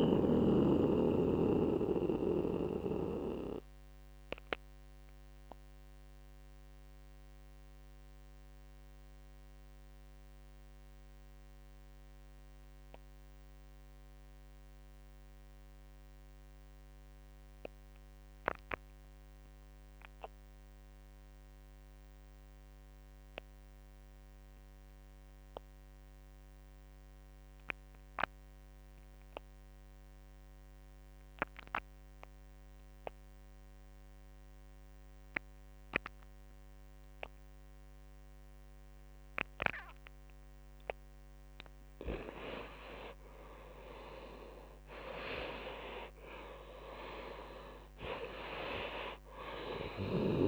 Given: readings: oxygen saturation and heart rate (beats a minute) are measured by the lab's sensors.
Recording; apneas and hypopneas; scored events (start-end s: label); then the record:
breathing in sleep by a microphone on the trachea; 1
0.00-10.50 s: oxygen desaturation (device-marked, oxygen 87% lowest)
1.50-40.00 s: mixed apnea (oxygen 96% before, 87% lowest)
34.50-50.48 s: oxygen desaturation (device-marked, oxygen 98% before, 88% lowest)
42.00-45.00 s: arousal
From the record:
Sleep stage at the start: N2 (light sleep); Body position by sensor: on the right side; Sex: male